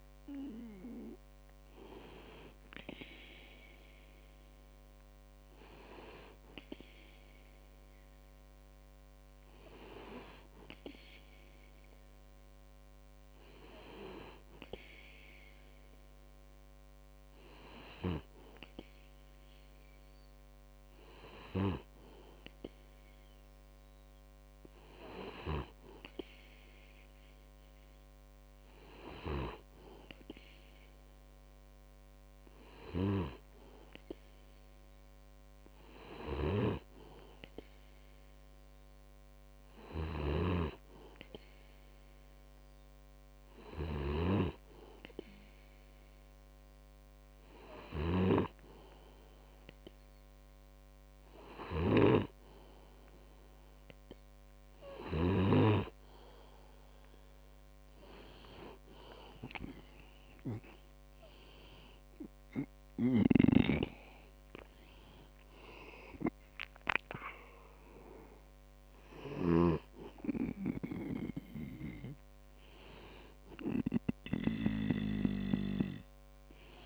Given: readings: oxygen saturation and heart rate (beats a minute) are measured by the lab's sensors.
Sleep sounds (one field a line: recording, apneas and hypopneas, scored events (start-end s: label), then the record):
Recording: breathing in sleep by a microphone on the trachea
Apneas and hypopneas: none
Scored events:
40.00-52.50 s: snoring (device-marked)
From the record:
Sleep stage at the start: N2 (light sleep)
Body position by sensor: on the back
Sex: male